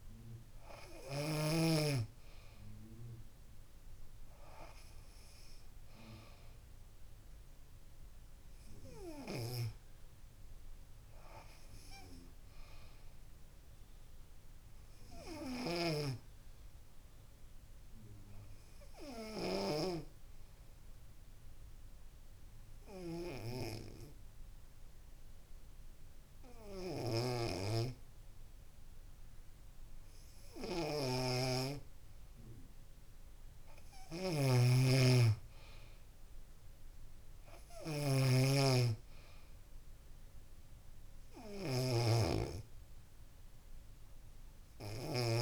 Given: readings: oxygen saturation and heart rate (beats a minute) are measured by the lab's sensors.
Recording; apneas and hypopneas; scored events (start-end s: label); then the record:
breathing in sleep by a room microphone; 1
0.00-7.50 s: oxygen desaturation (device-marked, oxygen 93% lowest, heart rate 64 extreme)
21.50-32.50 s: obstructive apnea (oxygen 96% before, 94% lowest, heart rate 66 before, 65 extreme, up 8 after)
34.00-37.50 s: arousal
34.50-38.50 s: snoring (device-marked)
From the record:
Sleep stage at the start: N2 (light sleep); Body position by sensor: on the back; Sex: female